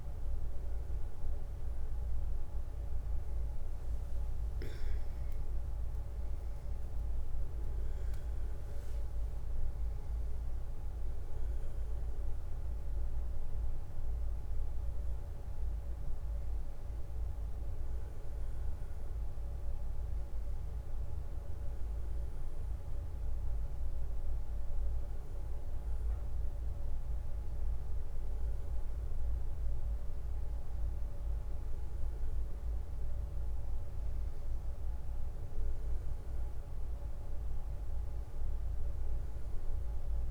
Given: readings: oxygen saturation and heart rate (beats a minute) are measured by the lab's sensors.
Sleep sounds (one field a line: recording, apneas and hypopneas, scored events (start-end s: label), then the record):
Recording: breathing in sleep, hard to hear, by a room microphone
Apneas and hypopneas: none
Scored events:
3.00-8.00 s: arousal
From the record:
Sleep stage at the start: N1 (lightest sleep)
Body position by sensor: on the back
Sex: male